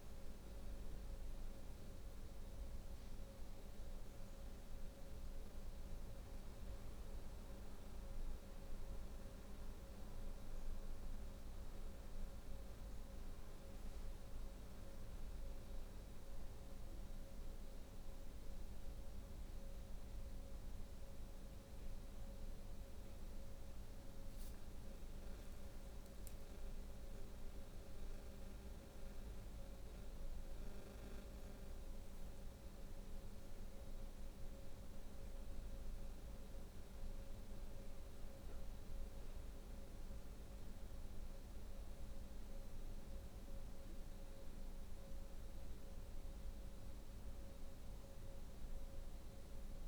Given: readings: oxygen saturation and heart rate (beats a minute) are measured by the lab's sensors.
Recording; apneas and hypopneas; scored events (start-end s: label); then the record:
breathing in sleep, hard to hear, by a room microphone; 1
0.00-21.50 s: oxygen desaturation (device-marked, oxygen 90% lowest, heart rate 65 extreme)
14.50-39.50 s: obstructive apnea (oxygen 95% before, 90% lowest, heart rate 72 before, 65 extreme, up 18 after)
42.50-47.00 s: arousal
From the record:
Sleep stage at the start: N2 (light sleep); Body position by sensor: on the back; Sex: female